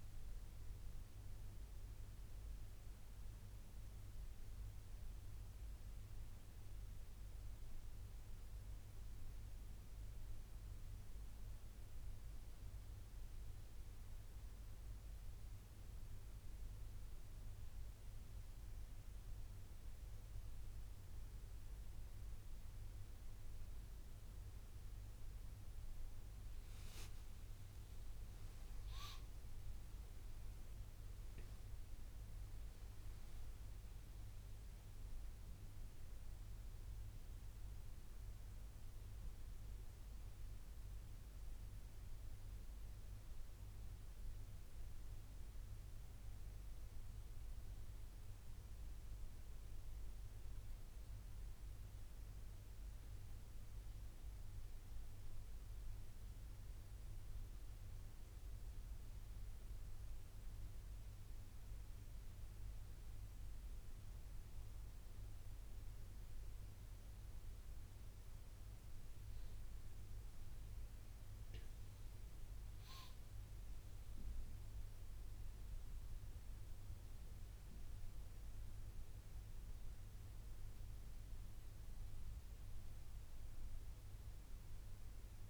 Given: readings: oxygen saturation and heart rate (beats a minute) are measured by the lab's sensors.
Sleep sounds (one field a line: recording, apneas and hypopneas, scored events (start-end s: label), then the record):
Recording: breathing in sleep, hard to hear, by a room microphone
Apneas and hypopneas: 1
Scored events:
25.50-55.50 s: new sleep stage, N1 (lightest sleep)
26.50-31.00 s: arousal
54.50-65.50 s: hypopnea (oxygen 96% before, 94% lowest, heart rate 86 before, 79 extreme, up 11 after)
55.50-85.49 s: new sleep stage, N2 (light sleep)
68.50-73.00 s: arousal
From the record:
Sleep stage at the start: N2 (light sleep)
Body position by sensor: on the right side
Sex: male